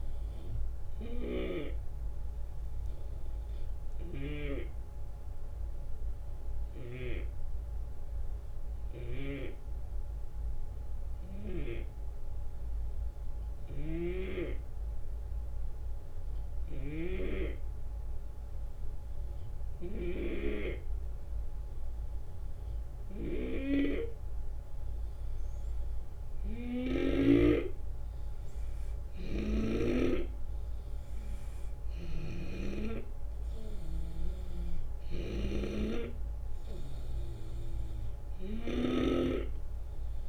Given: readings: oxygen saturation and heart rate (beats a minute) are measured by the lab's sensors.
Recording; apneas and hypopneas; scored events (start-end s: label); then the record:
breathing in sleep by a room microphone; 1
0.00-26.50 s: snoring (device-marked)
1.00-21.50 s: obstructive apnea (oxygen 95% before, 90% lowest, heart rate 76 before, 69 extreme, up 3 after)
25.00-29.00 s: arousal
26.50-38.50 s: oxygen desaturation (device-marked, oxygen 96% before, 91% lowest, heart rate 70 before, 68 extreme)
28.50-38.50 s: snoring (device-marked)
From the record:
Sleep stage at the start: REM sleep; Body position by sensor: on the left side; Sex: male